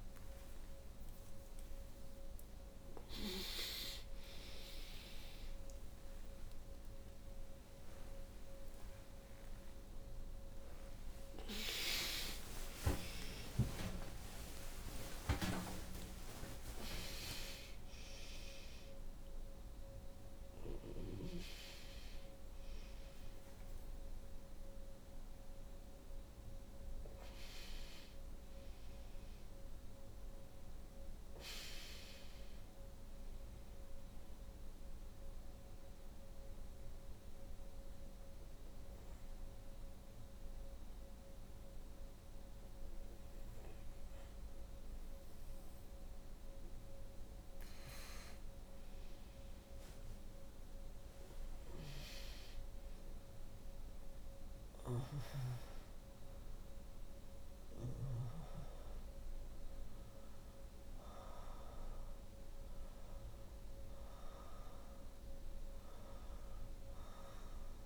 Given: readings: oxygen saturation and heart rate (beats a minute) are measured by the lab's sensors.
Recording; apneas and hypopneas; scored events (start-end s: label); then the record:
a person partly awake in a sleep study, by a room microphone; 1
0.00-11.00 s: oxygen desaturation (device-marked, oxygen 77% lowest, heart rate 63 extreme)
23.00-53.00 s: new sleep stage, N1 (lightest sleep)
33.00-48.00 s: hypopnea (oxygen 96% before, 84% lowest, heart rate 90 before, 55 extreme, up 8 after)
49.50-54.50 s: arousal
53.00-67.85 s: new sleep stage, N2 (light sleep)
55.00-67.85 s: oxygen desaturation (device-marked, oxygen 95% before, 88% lowest, heart rate 60 before, 54 extreme)
From the record:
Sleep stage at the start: awake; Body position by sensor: on the back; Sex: female